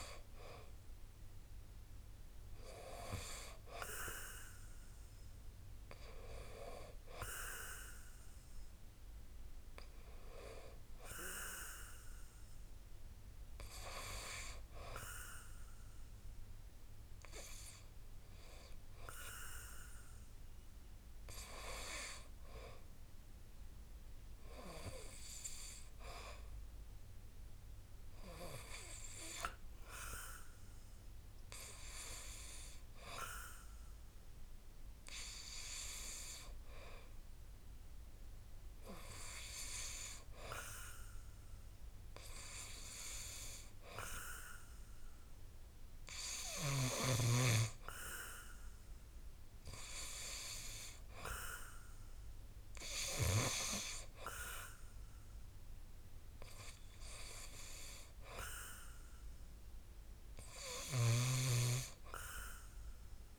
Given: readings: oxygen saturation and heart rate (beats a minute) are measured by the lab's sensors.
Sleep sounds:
breathing in sleep by a room microphone; none
none scored
From the record:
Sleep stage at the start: N2 (light sleep); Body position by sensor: on the back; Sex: male

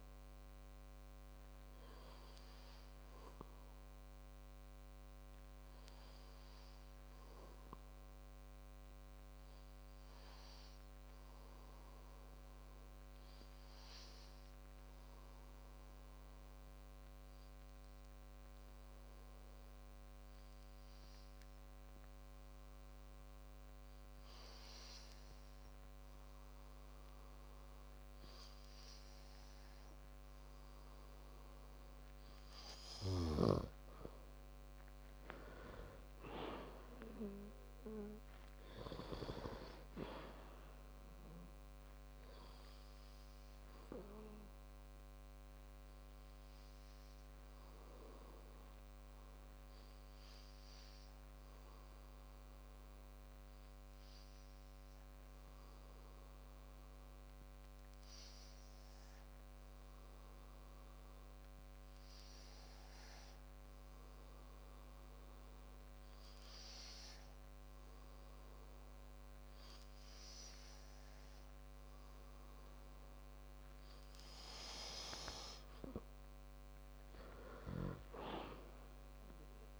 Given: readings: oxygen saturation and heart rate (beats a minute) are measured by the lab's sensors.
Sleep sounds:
breathing in sleep by a microphone on the trachea; 2
8.00-27.00 s: hypopnea (oxygen 98% before, 92% lowest, heart rate 65 before, 52 extreme, up 5 after)
10.50-24.50 s: oxygen desaturation (device-marked, oxygen 97% before, 92% lowest, heart rate 62 before, 55 extreme)
29.00-32.50 s: arousal
50.50-74.00 s: hypopnea (oxygen 99% before, 94% lowest, heart rate 63 before, 51 extreme, up 23 after)
From the record:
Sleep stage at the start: N2 (light sleep); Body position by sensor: on the back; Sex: male

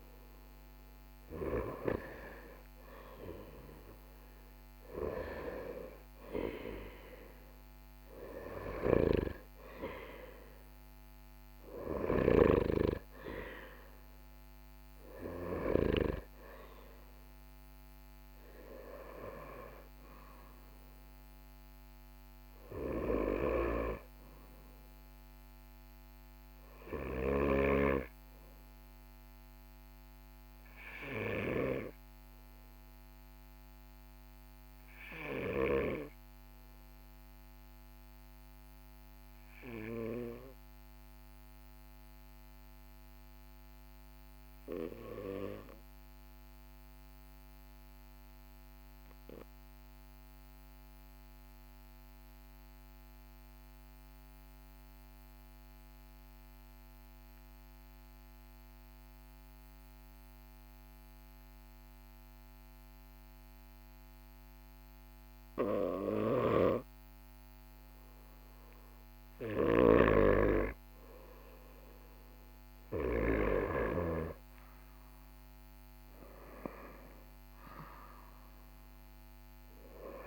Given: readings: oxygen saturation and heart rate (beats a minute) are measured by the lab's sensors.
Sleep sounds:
breathing in sleep by a microphone on the trachea; 1
40.00-65.50 s: obstructive apnea (oxygen 99% before, 94% lowest, heart rate 43 before, 35 extreme, up 8 after)
67.00-73.00 s: arousal
From the record:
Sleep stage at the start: N2 (light sleep); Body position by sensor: on the right side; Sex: male

